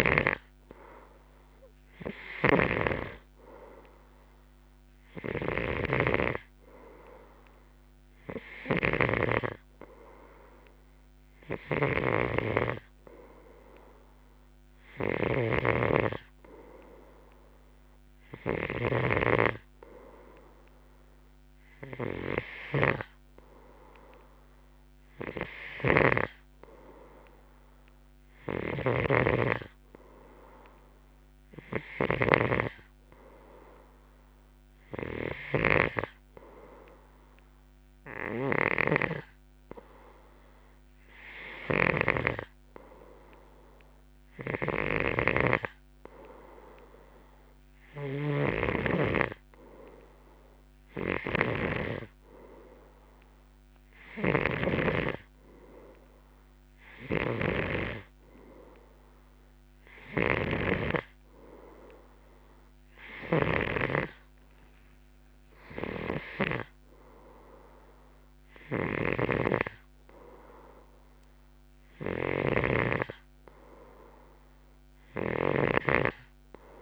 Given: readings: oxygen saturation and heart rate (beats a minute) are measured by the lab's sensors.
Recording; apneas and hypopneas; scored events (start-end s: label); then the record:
breathing in sleep by a microphone on the trachea; none
0.00-64.00 s: snoring (device-marked)
68.50-76.82 s: snoring (device-marked)
From the record:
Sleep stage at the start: N2 (light sleep); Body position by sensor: on the left side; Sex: male